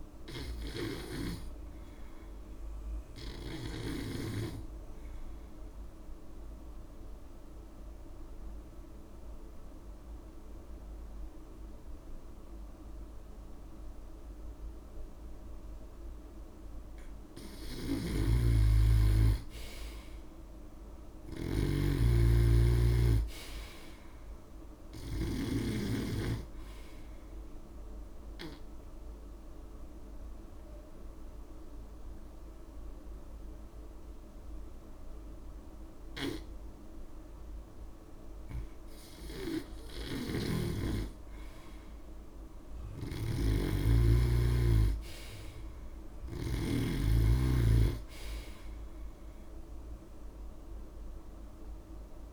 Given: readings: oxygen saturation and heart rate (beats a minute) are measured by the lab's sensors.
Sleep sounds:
breathing in sleep by a room microphone; 2
0.00-1.50 s: snoring (device-marked)
0.00-15.00 s: oxygen desaturation (device-marked, oxygen 90% lowest)
7.00-17.50 s: obstructive apnea (oxygen 97% before, 88% lowest)
18.00-26.00 s: snoring (device-marked)
19.50-22.50 s: arousal
24.00-43.00 s: oxygen desaturation (device-marked, oxygen 96% before, 88% lowest)
28.50-38.50 s: obstructive apnea (oxygen 96% before, 87% lowest)
40.00-47.00 s: snoring (device-marked)
44.00-47.50 s: arousal
50.00-52.33 s: oxygen desaturation (device-marked, oxygen 96% before, 90% lowest)
From the record:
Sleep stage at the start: N2 (light sleep); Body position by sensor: on the back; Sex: male

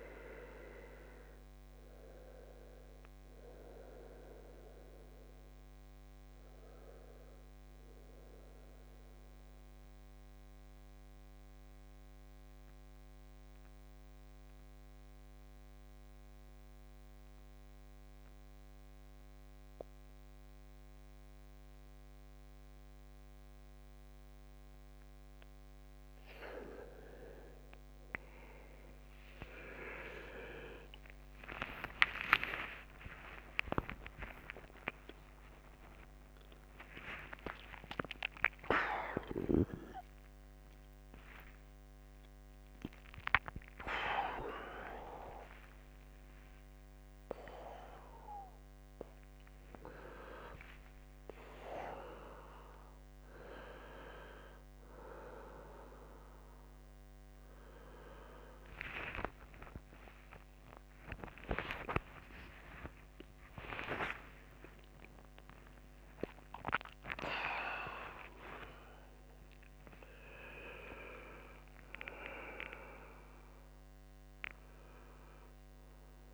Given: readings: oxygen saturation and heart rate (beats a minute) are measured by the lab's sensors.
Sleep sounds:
a person awake in a sleep study, by a microphone on the trachea; 1
0.00-20.00 s: oxygen desaturation (device-marked, oxygen 88% lowest, heart rate 64 extreme)
4.00-25.00 s: central apnea (oxygen 99% before, 88% lowest, heart rate 69 before, 64 extreme, up 26 after)
30.00-76.34 s: new sleep stage, awake
30.50-32.50 s: long interval between heartbeats (device-marked, heart rate 67 before, 81 extreme)
33.00-35.00 s: long interval between heartbeats (device-marked, heart rate 70 before, 109 extreme)
33.00-57.00 s: oxygen desaturation (device-marked, oxygen 97% before, 90% lowest, heart rate 70 before, 59 extreme)
35.00-37.00 s: long interval between heartbeats (device-marked, heart rate 75 before, 145 extreme)
37.00-39.00 s: long interval between heartbeats (device-marked, heart rate 83 before, 164 extreme)
40.00-42.00 s: long interval between heartbeats (device-marked, heart rate 98 before, 140 extreme)
44.50-46.50 s: long interval between heartbeats (device-marked, heart rate 110 before, 79 extreme)
47.50-49.50 s: long interval between heartbeats (device-marked, heart rate 113 before, 90 extreme)
50.50-52.50 s: long interval between heartbeats (device-marked, heart rate 116 before, 87 extreme)
58.50-60.50 s: long interval between heartbeats (device-marked, heart rate 97 before, 95 extreme)
61.50-63.50 s: long interval between heartbeats (device-marked, heart rate 89 before, 126 extreme)
64.50-66.50 s: long interval between heartbeats (device-marked, heart rate 90 before, 117 extreme)
From the record:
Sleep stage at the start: N2 (light sleep); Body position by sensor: on the right side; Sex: male

